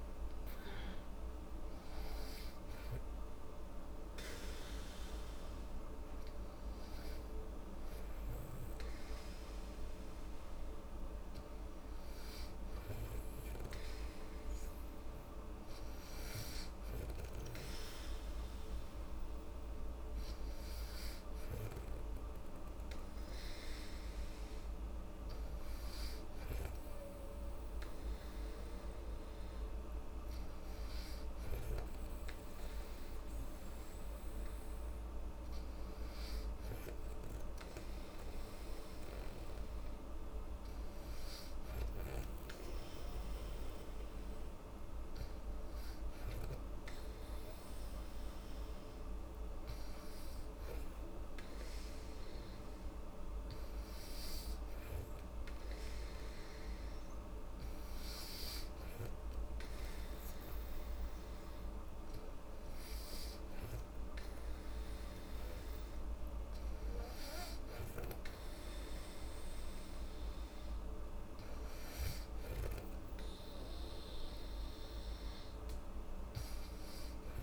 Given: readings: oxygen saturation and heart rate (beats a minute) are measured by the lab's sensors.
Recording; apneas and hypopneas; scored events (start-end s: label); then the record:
breathing in sleep, hard to hear, by a room microphone; 1
42.50-73.00 s: hypopnea (oxygen 97% before, 94% lowest, heart rate 72 before, 69 extreme, up 10 after)
From the record:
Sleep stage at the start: N2 (light sleep); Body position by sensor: on the back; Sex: female